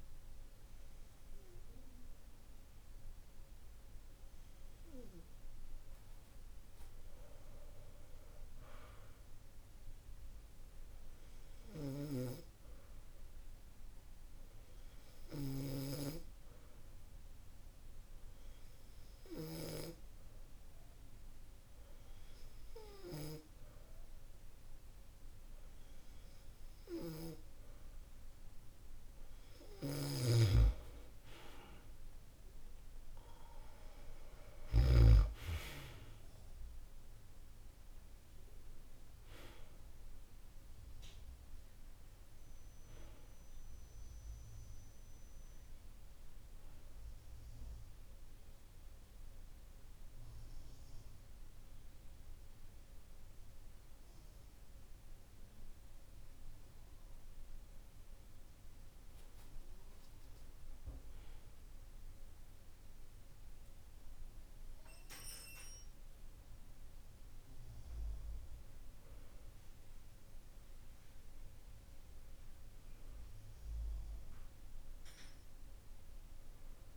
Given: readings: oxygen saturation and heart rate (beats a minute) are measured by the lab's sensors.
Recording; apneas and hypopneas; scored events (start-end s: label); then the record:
breathing in sleep by a room microphone; 2
10.00-28.00 s: hypopnea (oxygen 95% before, 93% lowest, heart rate 51 before, 49 extreme, up 6 after)
31.00-34.50 s: arousal
46.50-59.00 s: hypopnea (oxygen 94% before, 93% lowest, heart rate 53 before, 48 extreme, up 5 after)
61.50-65.00 s: arousal
From the record:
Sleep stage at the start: N2 (light sleep); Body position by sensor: on the back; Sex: male